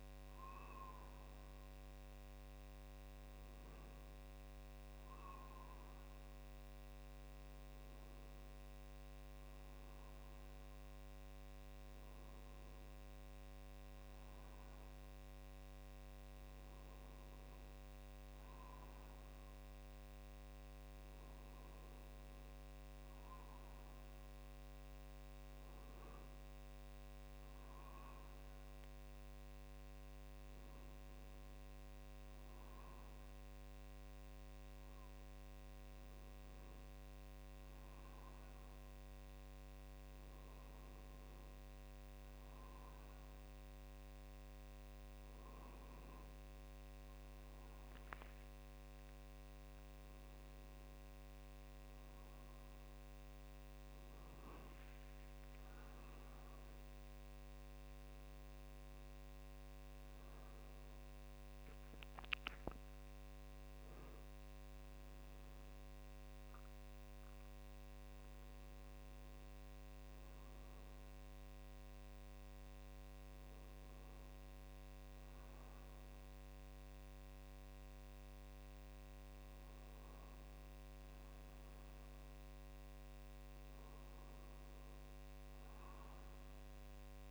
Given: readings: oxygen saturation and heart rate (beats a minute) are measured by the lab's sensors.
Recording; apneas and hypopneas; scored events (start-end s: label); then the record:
breathing in sleep, hard to hear, by a microphone on the trachea; none
47.50-52.50 s: arousal
54.50-56.50 s: long interval between heartbeats (device-marked, heart rate 53 before, 65 extreme)
From the record:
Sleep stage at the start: N2 (light sleep); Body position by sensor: on the right side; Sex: male